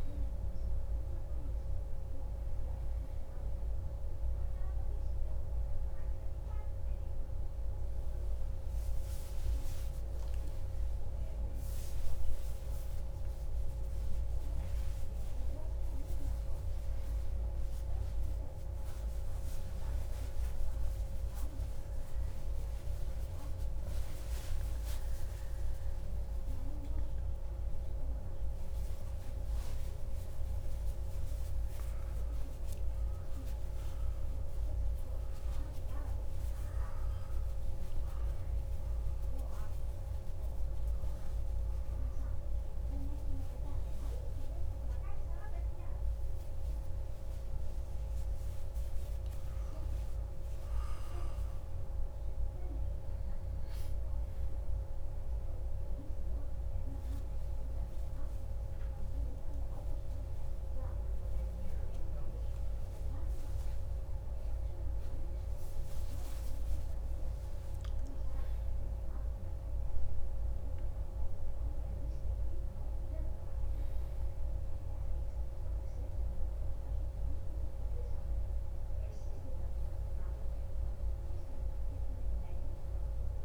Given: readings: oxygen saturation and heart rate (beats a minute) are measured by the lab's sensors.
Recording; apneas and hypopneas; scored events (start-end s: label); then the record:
a person awake in a sleep study, hard to hear, by a room microphone; none
0.00-15.50 s: oxygen desaturation (device-marked, oxygen 93% lowest, heart rate 167 extreme)
7.50-67.50 s: new sleep stage, awake
67.50-83.44 s: new sleep stage, N1 (lightest sleep)
From the record:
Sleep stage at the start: N1 (lightest sleep); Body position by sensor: on the back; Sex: male